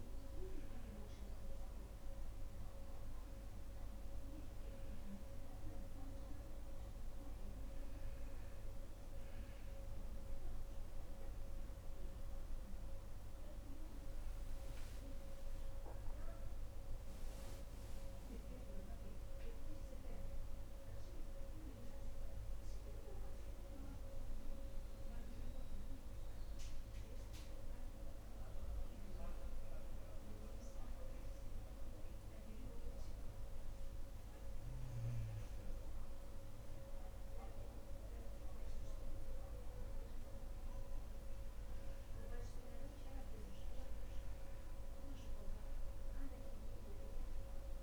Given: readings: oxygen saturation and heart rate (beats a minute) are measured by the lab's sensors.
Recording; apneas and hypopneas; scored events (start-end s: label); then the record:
breathing in sleep, hard to hear, by a room microphone; none
13.50-18.00 s: arousal
From the record:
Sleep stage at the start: N2 (light sleep); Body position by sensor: on the right side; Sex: female